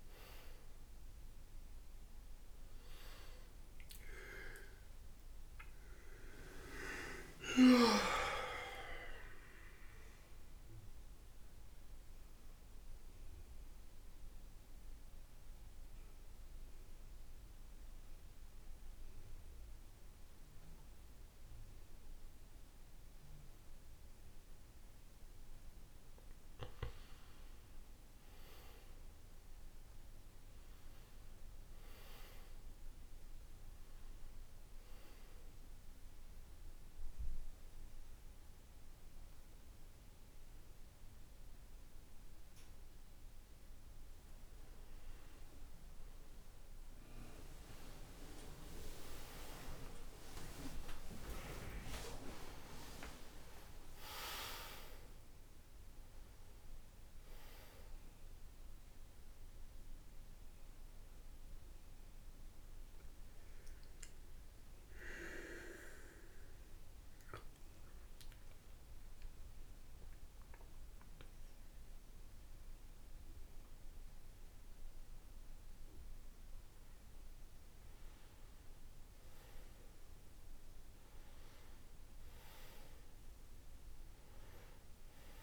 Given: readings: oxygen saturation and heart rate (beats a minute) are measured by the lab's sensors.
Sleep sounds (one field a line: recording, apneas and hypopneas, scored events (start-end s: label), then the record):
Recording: breathing in sleep by a room microphone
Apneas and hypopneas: 3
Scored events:
2.50-6.50 s: arousal
9.50-25.00 s: central apnea (oxygen 97% before, 89% lowest, heart rate 72 before, 52 extreme, up 8 after)
27.50-32.00 s: arousal
29.50-44.50 s: oxygen desaturation (device-marked, oxygen 99% before, 89% lowest, heart rate 58 before, 56 extreme)
36.00-47.00 s: hypopnea (oxygen 99% before, 89% lowest, heart rate 56 before, 61 extreme, up 19 after)
47.50-52.50 s: arousal
53.50-66.50 s: oxygen desaturation (device-marked, oxygen 97% before, 94% lowest, heart rate 65 before, 54 extreme)
62.50-77.00 s: obstructive apnea (oxygen 97% before, 91% lowest, heart rate 74 before, 54 extreme, up 4 after)
77.50-81.50 s: arousal
82.50-85.43 s: oxygen desaturation (device-marked, oxygen 97% before, 91% lowest, heart rate 67 before, 55 extreme)
From the record:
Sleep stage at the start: N2 (light sleep)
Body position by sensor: on the right side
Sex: male